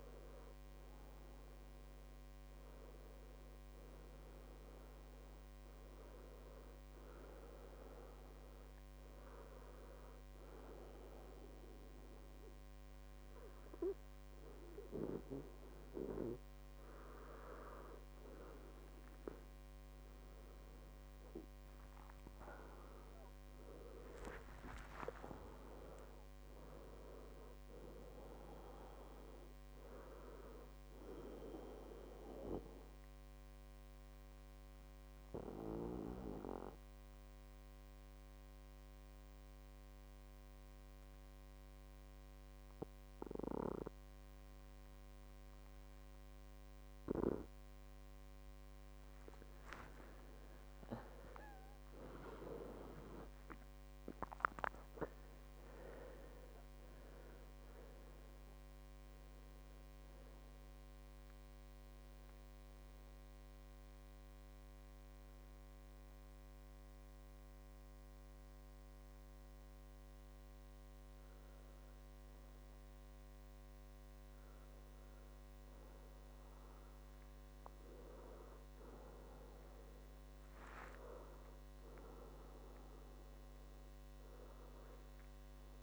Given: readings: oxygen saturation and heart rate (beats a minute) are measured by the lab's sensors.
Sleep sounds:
breathing in sleep by a microphone on the trachea; 3
0.00-3.00 s: arousal
5.50-17.50 s: hypopnea (oxygen 97% before, 93% lowest, heart rate 72 before, 61 extreme, up 24 after)
21.00-24.50 s: arousal
24.00-26.00 s: long interval between heartbeats (device-marked, heart rate 69 before, 82 extreme)
31.00-85.83 s: new sleep stage, N2 (light sleep)
32.00-49.00 s: obstructive apnea (oxygen 97% before, 93% lowest, heart rate 73 before, 61 extreme, up 16 after)
50.50-54.50 s: arousal
57.00-78.00 s: oxygen desaturation (device-marked, oxygen 97% before, 93% lowest, heart rate 68 before, 65 extreme)
59.00-75.50 s: obstructive apnea (oxygen 97% before, 93% lowest, heart rate 70 before, 65 extreme, up 5 after)
78.00-81.50 s: arousal
From the record:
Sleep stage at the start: N1 (lightest sleep); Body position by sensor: on the back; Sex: male

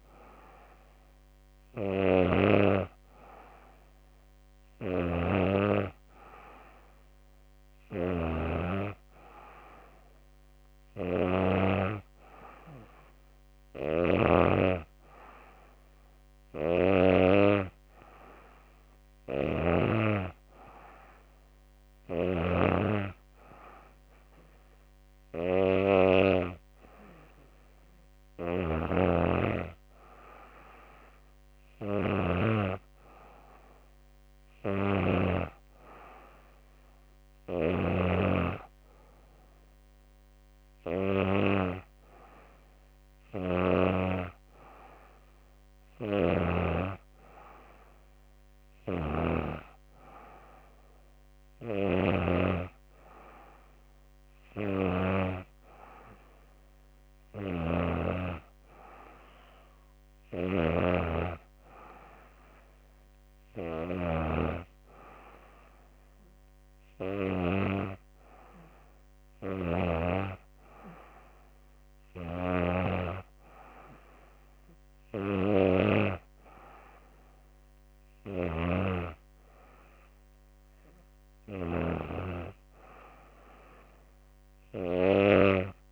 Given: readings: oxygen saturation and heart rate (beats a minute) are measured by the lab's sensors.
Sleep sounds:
breathing in sleep by a microphone on the trachea; none
3.50-18.50 s: snoring (device-marked)
36.50-45.50 s: snoring (device-marked)
56.00-63.00 s: snoring (device-marked)
From the record:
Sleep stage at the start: N2 (light sleep); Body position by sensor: on the back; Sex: female

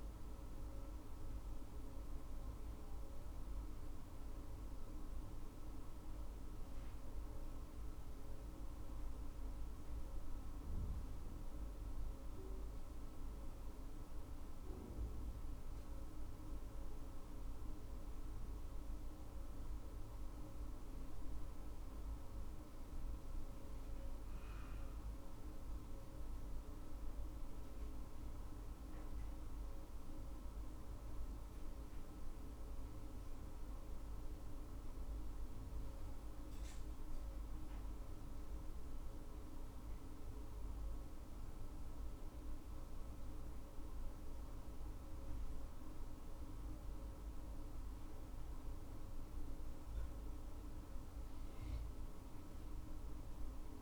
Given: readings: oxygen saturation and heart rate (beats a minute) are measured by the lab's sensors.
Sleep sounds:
breathing in sleep, hard to hear, by a room microphone; none
49.00-53.82 s: new sleep stage, awake
From the record:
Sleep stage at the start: N2 (light sleep); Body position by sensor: on the left side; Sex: female

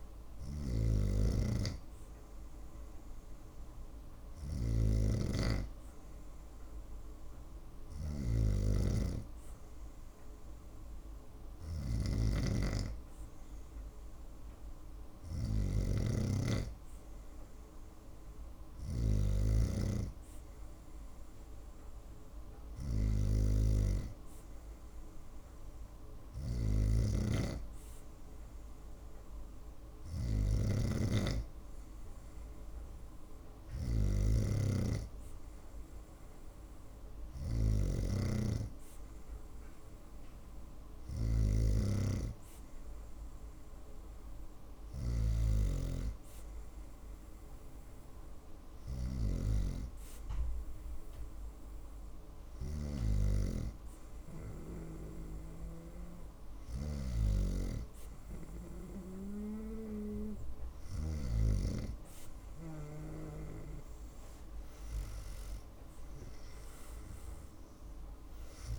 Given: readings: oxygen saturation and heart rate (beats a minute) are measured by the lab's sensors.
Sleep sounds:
breathing in sleep by a room microphone; none
0.00-15.50 s: snoring (device-marked)
25.50-30.50 s: snoring (device-marked)
37.50-41.50 s: snoring (device-marked)
From the record:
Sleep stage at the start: N2 (light sleep); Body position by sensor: on the right side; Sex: female

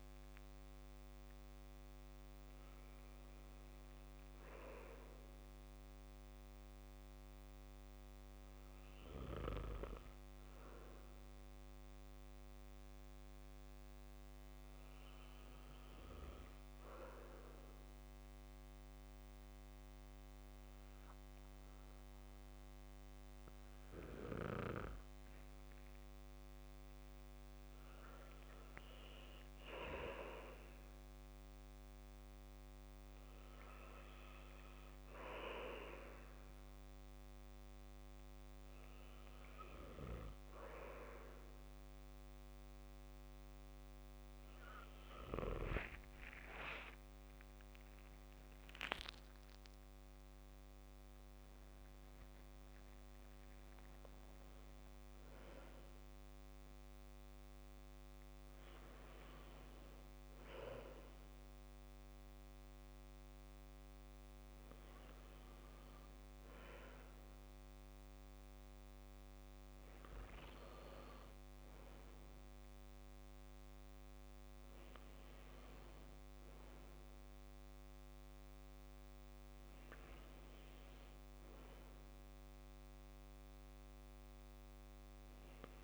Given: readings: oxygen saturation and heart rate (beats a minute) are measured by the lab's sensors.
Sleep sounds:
breathing in sleep by a microphone on the trachea; 1
0.00-1.00 s: oxygen desaturation (device-marked, oxygen 90% lowest, heart rate 59 extreme)
5.00-30.00 s: hypopnea (oxygen 96% before, 93% lowest, heart rate 69 before, 58 extreme, up 7 after)
47.50-52.00 s: arousal
From the record:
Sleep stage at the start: N2 (light sleep); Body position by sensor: on the back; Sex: male

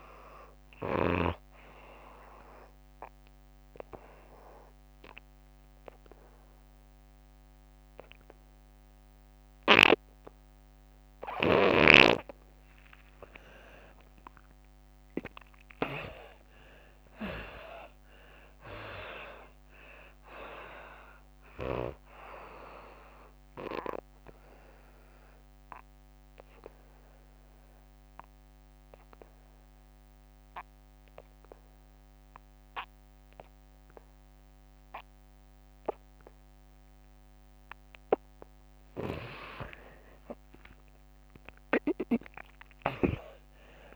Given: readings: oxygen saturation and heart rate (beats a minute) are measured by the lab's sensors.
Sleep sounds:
breathing in sleep by a microphone on the trachea; 2
0.00-1.00 s: snoring (device-marked)
0.00-4.50 s: oxygen desaturation (device-marked, oxygen 76% lowest, heart rate 69 extreme)
1.00-12.00 s: obstructive apnea (oxygen 99% before, 80% lowest, heart rate 96 before, 69 extreme, up 28 after)
14.00-17.00 s: arousal
19.50-31.50 s: oxygen desaturation (device-marked, oxygen 96% before, 81% lowest, heart rate 86 before, 70 extreme)
21.50-37.50 s: obstructive apnea (oxygen 98% before, 75% lowest, heart rate 86 before, 70 extreme, up 27 after)
39.00-43.00 s: arousal
41.50-43.96 s: oxygen desaturation (device-marked, oxygen 98% before, 80% lowest, heart rate 83 before, 73 extreme)
From the record:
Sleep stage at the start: N2 (light sleep); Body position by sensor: on the right side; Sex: female

